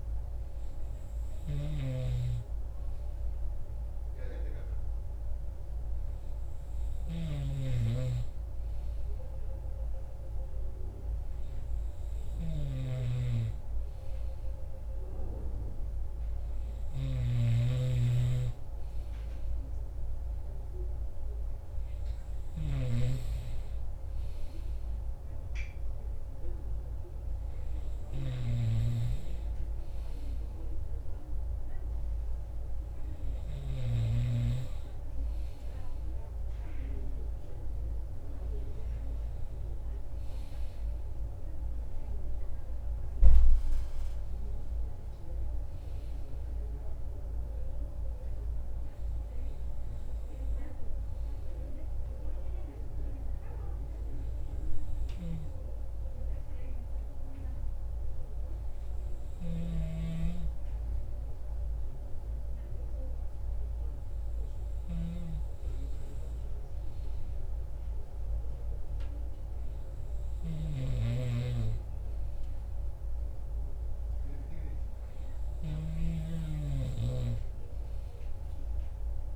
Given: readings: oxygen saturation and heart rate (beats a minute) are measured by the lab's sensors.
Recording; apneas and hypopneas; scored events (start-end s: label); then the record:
breathing in sleep by a room microphone; none
none scored
From the record:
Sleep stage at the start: N2 (light sleep); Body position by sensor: on the right side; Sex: male